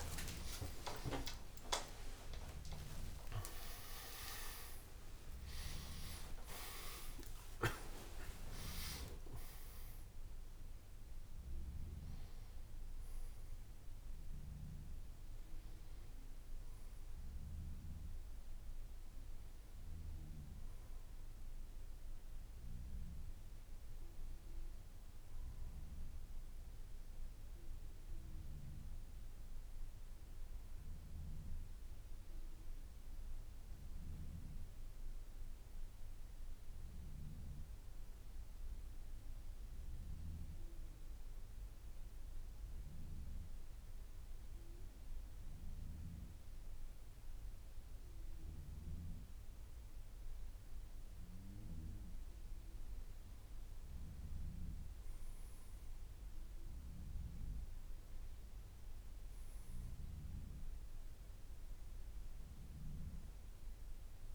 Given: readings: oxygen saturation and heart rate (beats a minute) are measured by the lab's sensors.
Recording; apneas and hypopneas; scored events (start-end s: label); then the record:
breathing in sleep by a room microphone; 1
0.00-2.00 s: long interval between heartbeats (device-marked, heart rate 58 before, 90 extreme)
0.00-8.50 s: oxygen desaturation (device-marked, oxygen 92% lowest, heart rate 61 extreme)
0.00-9.50 s: tachycardia (device-marked, heart rate 129 extreme)
3.50-5.50 s: long interval between heartbeats (device-marked, heart rate 68 before, 122 extreme)
6.00-8.00 s: long interval between heartbeats (device-marked, heart rate 75 before, 128 extreme)
42.00-53.00 s: mixed apnea (oxygen 99% before, 94% lowest, heart rate 61 before, 51 extreme, up 6 after)
56.50-64.35 s: oxygen desaturation (device-marked, oxygen 97% before, 94% lowest, heart rate 55 before, 52 extreme)
From the record:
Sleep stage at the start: N3 (deep sleep); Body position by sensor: on the back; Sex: male